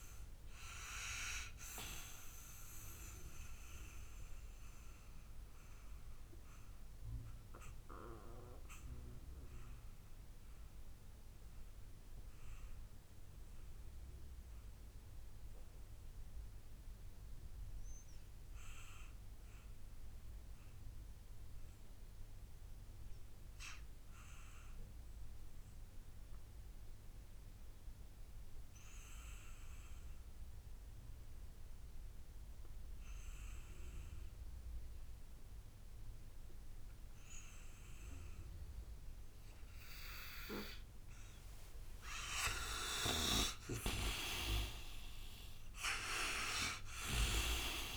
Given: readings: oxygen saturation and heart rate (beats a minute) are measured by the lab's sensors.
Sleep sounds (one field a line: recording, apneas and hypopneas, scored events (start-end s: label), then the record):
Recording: breathing in sleep by a room microphone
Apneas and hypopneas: 1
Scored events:
0.00-19.50 s: oxygen desaturation (device-marked, oxygen 79% lowest, heart rate 57 extreme)
2.50-42.00 s: mixed apnea (oxygen 98% before, 79% lowest, heart rate 63 before, 58 extreme, up 10 after)
38.50-47.97 s: oxygen desaturation (device-marked, oxygen 98% before, 79% lowest, heart rate 59 before, 53 extreme)
43.00-46.50 s: arousal
From the record:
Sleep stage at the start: N2 (light sleep)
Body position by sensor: on the right side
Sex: male